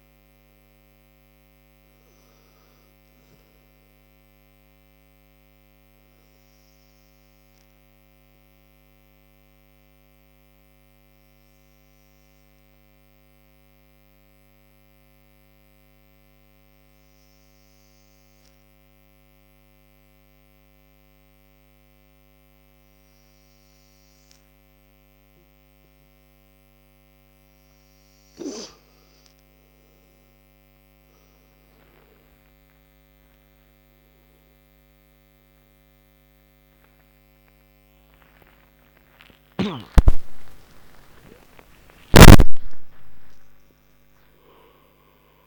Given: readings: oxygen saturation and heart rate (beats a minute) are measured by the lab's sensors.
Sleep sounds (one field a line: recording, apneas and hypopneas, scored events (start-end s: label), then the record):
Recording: a person partly awake in a sleep study, by a microphone on the trachea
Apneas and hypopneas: 1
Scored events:
0.00-22.00 s: oxygen desaturation (device-marked, oxygen 87% lowest, heart rate 56 extreme)
5.50-27.00 s: obstructive apnea (oxygen 96% before, 87% lowest, heart rate 68 before, 56 extreme, up 28 after)
31.00-45.47 s: new sleep stage, awake
41.00-45.47 s: oxygen desaturation (device-marked, oxygen 96% before, 89% lowest)
From the record:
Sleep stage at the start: N2 (light sleep)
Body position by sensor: on the right side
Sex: male